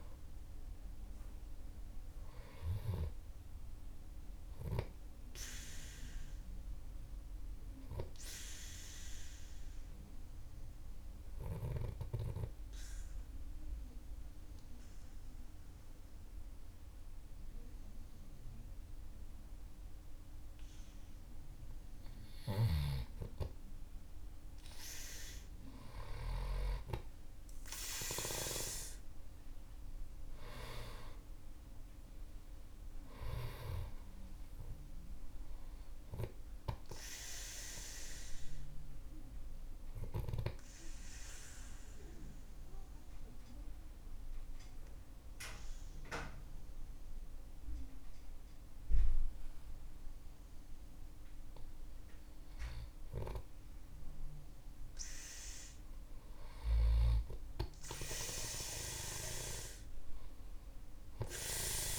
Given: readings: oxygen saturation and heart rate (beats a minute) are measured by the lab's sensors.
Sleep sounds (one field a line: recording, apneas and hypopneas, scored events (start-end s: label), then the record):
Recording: breathing in sleep by a room microphone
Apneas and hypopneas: 2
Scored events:
8.50-22.00 s: obstructive apnea (oxygen 98% before, 93% lowest, heart rate 57 before, 48 extreme, up 5 after)
24.50-30.50 s: oxygen desaturation (device-marked, oxygen 98% before, 95% lowest, heart rate 54 before, 48 extreme)
29.50-32.00 s: arousal
39.00-51.00 s: obstructive apnea (oxygen 98% before, 93% lowest, heart rate 56 before, 48 extreme, up 8 after)
54.00-58.00 s: arousal
56.50-61.99 s: oxygen desaturation (device-marked, oxygen 98% before, 93% lowest, heart rate 49 before, 49 extreme)
From the record:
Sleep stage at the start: N2 (light sleep)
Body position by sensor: on the back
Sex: male